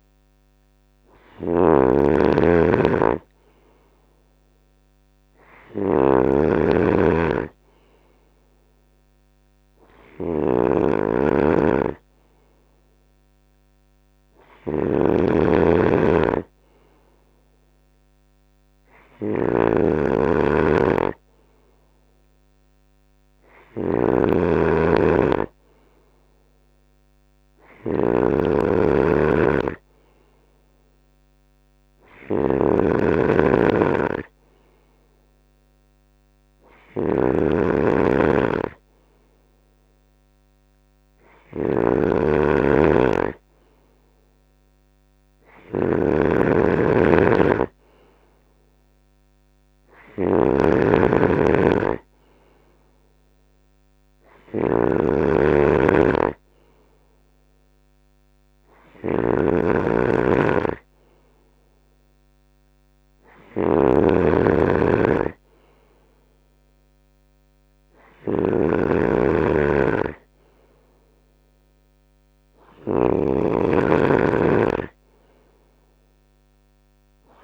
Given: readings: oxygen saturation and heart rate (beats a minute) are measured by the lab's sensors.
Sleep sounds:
breathing in sleep by a microphone on the trachea; none
0.00-77.44 s: snoring (device-marked)
From the record:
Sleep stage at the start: N3 (deep sleep); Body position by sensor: on the right side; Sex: male

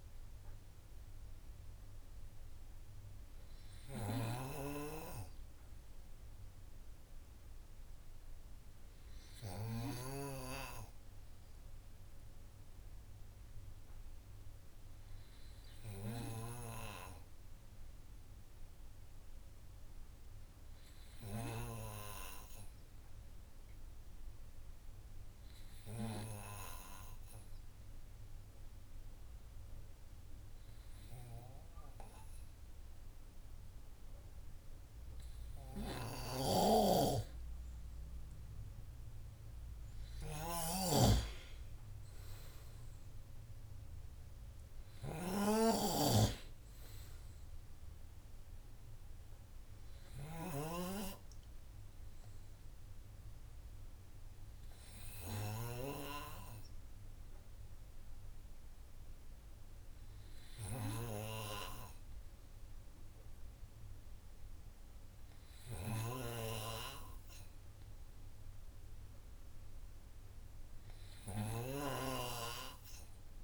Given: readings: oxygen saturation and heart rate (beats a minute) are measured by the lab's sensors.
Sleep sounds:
breathing in sleep by a room microphone; 1
0.00-7.50 s: oxygen desaturation (device-marked, oxygen 92% lowest, heart rate 52 extreme)
24.00-37.50 s: hypopnea (oxygen 98% before, 94% lowest, heart rate 53 before, 53 extreme, up 5 after)
36.50-51.00 s: snoring (device-marked)
41.00-44.00 s: arousal
From the record:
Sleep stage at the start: N2 (light sleep); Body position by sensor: on the right side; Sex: male

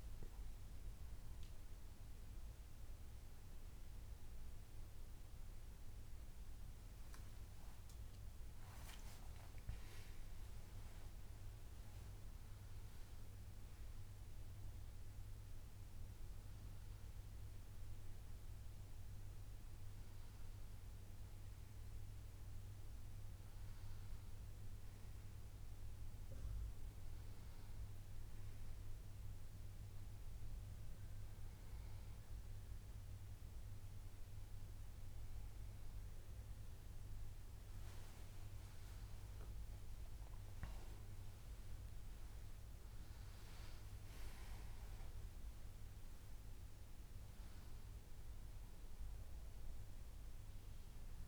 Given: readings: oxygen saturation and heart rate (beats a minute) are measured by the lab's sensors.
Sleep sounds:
a person awake in a sleep study, hard to hear, by a room microphone; none
6.00-8.00 s: long interval between heartbeats (device-marked, heart rate 136 before, 129 extreme)
29.00-31.00 s: long interval between heartbeats (device-marked, heart rate 131 before, 94 extreme)
34.50-36.50 s: long interval between heartbeats (device-marked, heart rate 125 before, 105 extreme)
From the record:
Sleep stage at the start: awake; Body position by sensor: on the back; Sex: male

